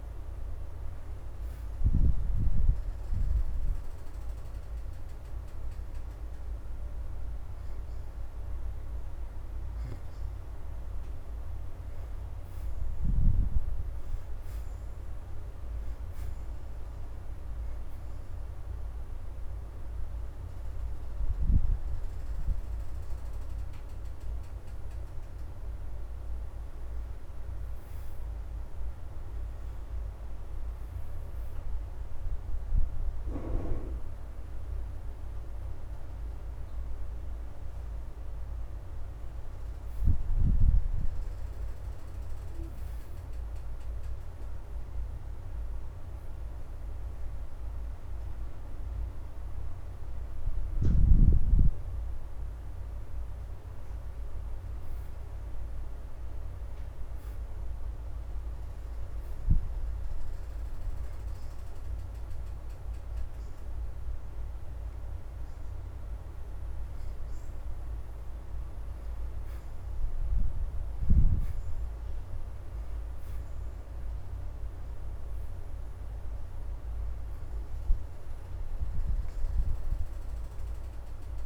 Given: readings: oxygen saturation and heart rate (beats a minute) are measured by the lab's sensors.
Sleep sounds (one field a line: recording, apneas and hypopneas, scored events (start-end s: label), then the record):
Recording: breathing in sleep by a room microphone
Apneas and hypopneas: 2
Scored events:
17.50-28.00 s: hypopnea (oxygen 80% before, 60% lowest, heart rate 76 before, 79 extreme, up 5 after)
20.00-32.00 s: oxygen desaturation (device-marked, oxygen 78% before, 64% lowest, heart rate 79 before, 79 extreme)
29.00-33.00 s: arousal
34.00-49.00 s: oxygen desaturation (device-marked, oxygen 75% before, 60% lowest, heart rate 83 before, 79 extreme)
60.50-70.50 s: hypopnea (oxygen 79% before, 65% lowest, heart rate 80 before, 79 extreme, up 6 after)
65.00-73.00 s: oxygen desaturation (device-marked, oxygen 81% before, 72% lowest, heart rate 81 before, 79 extreme)
73.50-77.00 s: arousal
75.00-81.46 s: oxygen desaturation (device-marked, oxygen 78% before, 65% lowest, heart rate 81 before, 79 extreme)
From the record:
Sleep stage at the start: N2 (light sleep)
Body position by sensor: on the back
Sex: female